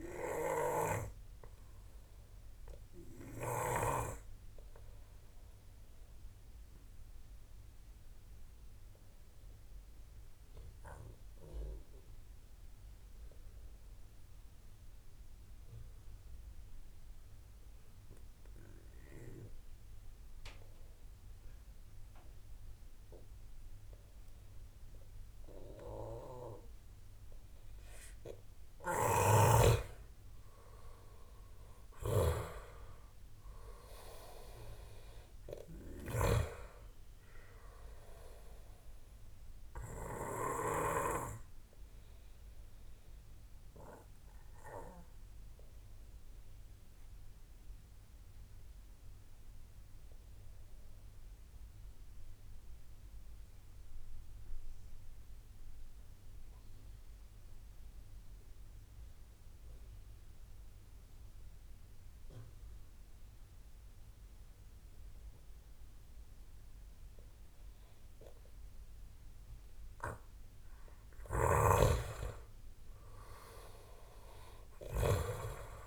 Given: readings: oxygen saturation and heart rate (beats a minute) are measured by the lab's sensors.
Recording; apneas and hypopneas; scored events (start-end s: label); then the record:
breathing in sleep by a room microphone; 2
0.00-19.50 s: oxygen desaturation (device-marked, oxygen 90% lowest)
1.00-26.00 s: obstructive apnea (oxygen 96% before, 89% lowest)
30.00-34.00 s: arousal
36.50-58.50 s: oxygen desaturation (device-marked, oxygen 94% before, 89% lowest)
40.00-70.50 s: obstructive apnea (oxygen 96% before, 89% lowest)
69.50-75.87 s: oxygen desaturation (device-marked, oxygen 97% before, 89% lowest)
72.00-74.50 s: arousal
From the record:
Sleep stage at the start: N2 (light sleep); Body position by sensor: on the back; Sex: male